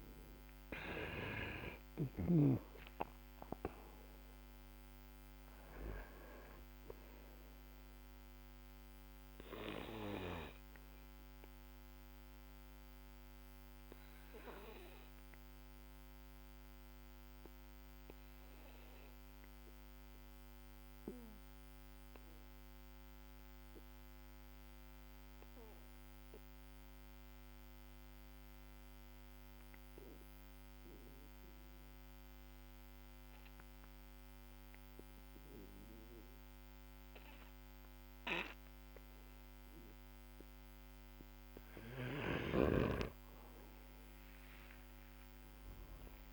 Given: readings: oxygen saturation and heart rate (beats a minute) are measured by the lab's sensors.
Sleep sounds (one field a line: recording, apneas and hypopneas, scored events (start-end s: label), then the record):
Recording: breathing in sleep by a microphone on the trachea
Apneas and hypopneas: 1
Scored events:
0.00-2.00 s: snoring (device-marked)
0.00-27.00 s: oxygen desaturation (device-marked, oxygen 95% lowest, heart rate 47 extreme)
10.00-42.00 s: obstructive apnea (oxygen 99% before, 94% lowest, heart rate 57 before, 43 extreme, up 19 after)
43.00-46.33 s: arousal
From the record:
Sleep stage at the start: N2 (light sleep)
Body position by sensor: on the back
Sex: male